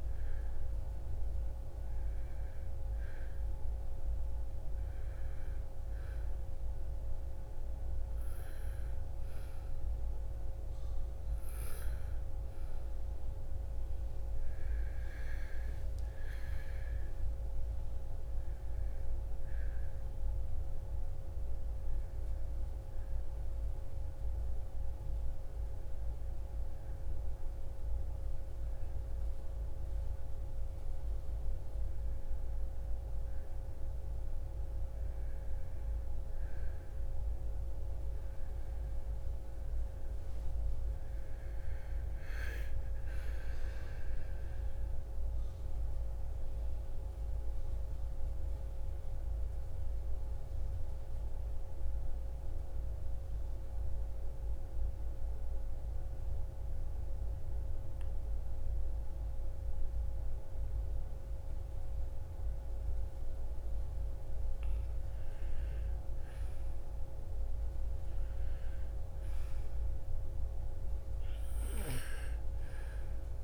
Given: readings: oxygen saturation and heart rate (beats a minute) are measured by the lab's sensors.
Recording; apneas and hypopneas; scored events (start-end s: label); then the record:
a person partly awake in a sleep study, hard to hear, by a room microphone; 1
0.00-16.00 s: oxygen desaturation (device-marked, oxygen 95% lowest, heart rate 55 extreme)
32.00-73.44 s: new sleep stage, N2 (light sleep)
46.50-63.50 s: mixed apnea (oxygen 98% before, 91% lowest, heart rate 58 before, 48 extreme, up 16 after)
64.50-70.00 s: arousal
68.00-73.44 s: oxygen desaturation (device-marked, oxygen 99% before, 93% lowest, heart rate 54 before, 56 extreme)
From the record:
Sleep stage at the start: awake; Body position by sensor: on the right side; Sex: female